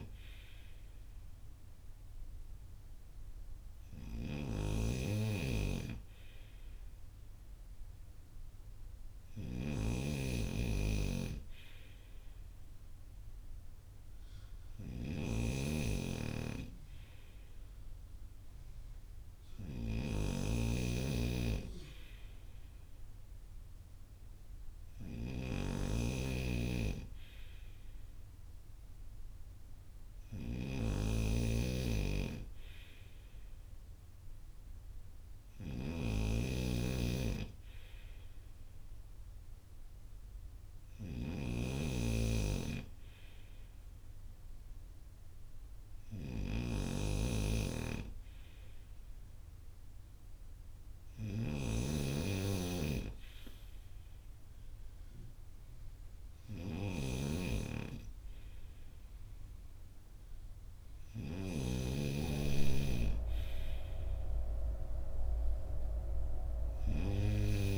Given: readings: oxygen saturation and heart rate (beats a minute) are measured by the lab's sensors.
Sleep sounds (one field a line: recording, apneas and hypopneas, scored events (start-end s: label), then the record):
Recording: breathing in sleep by a room microphone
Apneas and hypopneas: none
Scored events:
0.00-61.50 s: snoring (device-marked)
From the record:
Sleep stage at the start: N2 (light sleep)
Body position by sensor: on the front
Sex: male